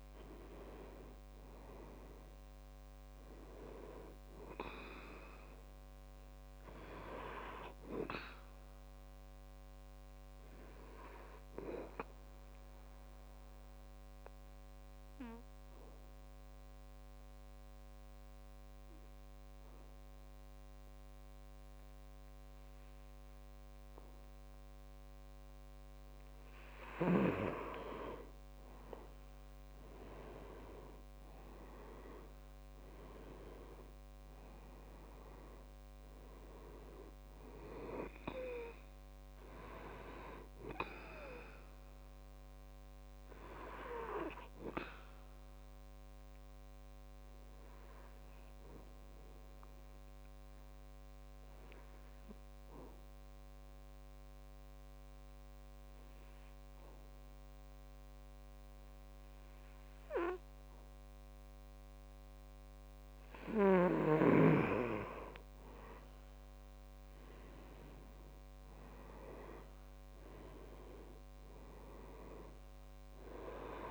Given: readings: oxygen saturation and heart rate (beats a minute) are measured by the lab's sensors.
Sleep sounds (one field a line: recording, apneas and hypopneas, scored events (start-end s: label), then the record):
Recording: breathing in sleep by a microphone on the trachea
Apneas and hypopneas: 2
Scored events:
0.00-22.50 s: oxygen desaturation (device-marked, oxygen 92% lowest, heart rate 63 extreme)
10.50-27.00 s: obstructive apnea (oxygen 98% before, 90% lowest, heart rate 68 before, 65 extreme, up 6 after)
29.00-33.00 s: arousal
34.50-55.50 s: oxygen desaturation (device-marked, oxygen 98% before, 92% lowest, heart rate 66 before, 66 extreme)
45.50-63.50 s: obstructive apnea (oxygen 98% before, 90% lowest, heart rate 69 before, 66 extreme, up 3 after)
69.50-73.91 s: oxygen desaturation (device-marked, oxygen 98% before, 90% lowest, heart rate 67 before, 62 extreme)
From the record:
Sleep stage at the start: N2 (light sleep)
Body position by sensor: on the back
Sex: male